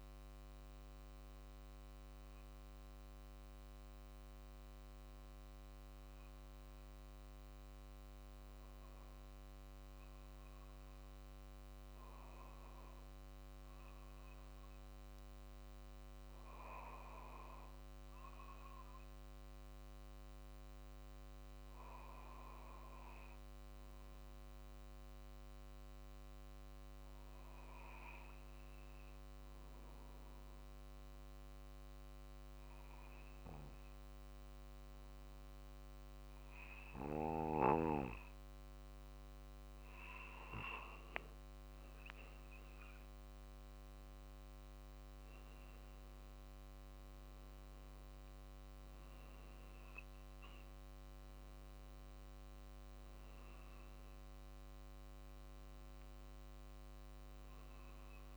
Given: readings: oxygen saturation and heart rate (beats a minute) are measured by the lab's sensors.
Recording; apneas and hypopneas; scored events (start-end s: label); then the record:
breathing in sleep by a microphone on the trachea; 1
3.00-37.50 s: obstructive apnea (oxygen 97% before, 92% lowest, heart rate 48 before, 47 extreme, up 4 after)
41.00-46.00 s: arousal
42.50-58.37 s: drop in pulse transit time (device-marked, heart rate 47 before, 49 extreme)
From the record:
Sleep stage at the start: N2 (light sleep); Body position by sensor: on the back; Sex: male